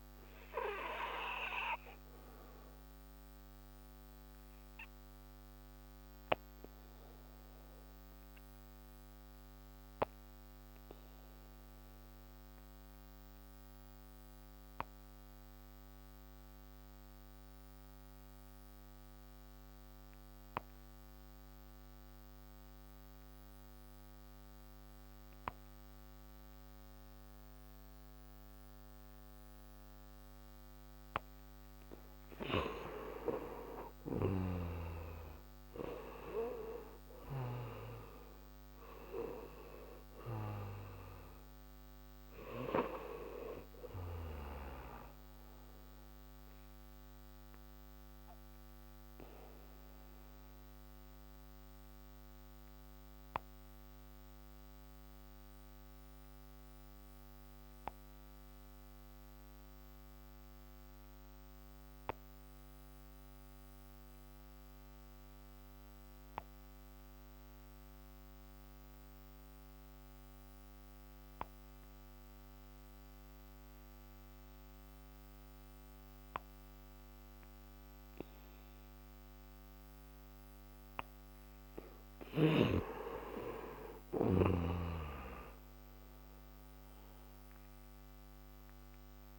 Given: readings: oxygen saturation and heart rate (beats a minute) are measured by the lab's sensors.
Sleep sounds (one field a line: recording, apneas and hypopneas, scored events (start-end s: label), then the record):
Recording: breathing in sleep by a microphone on the trachea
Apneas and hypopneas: 2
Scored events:
0.00-21.00 s: oxygen desaturation (device-marked, oxygen 88% lowest)
1.50-33.00 s: obstructive apnea (oxygen 96% before, 88% lowest)
33.00-63.00 s: oxygen desaturation (device-marked, oxygen 98% before, 89% lowest)
35.00-39.50 s: arousal
47.50-80.00 s: obstructive apnea (oxygen 98% before, 89% lowest)
70.00-89.39 s: oxygen desaturation (device-marked, oxygen 99% before, 89% lowest)
82.00-86.00 s: arousal
From the record:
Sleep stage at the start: N2 (light sleep)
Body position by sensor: on the back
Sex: male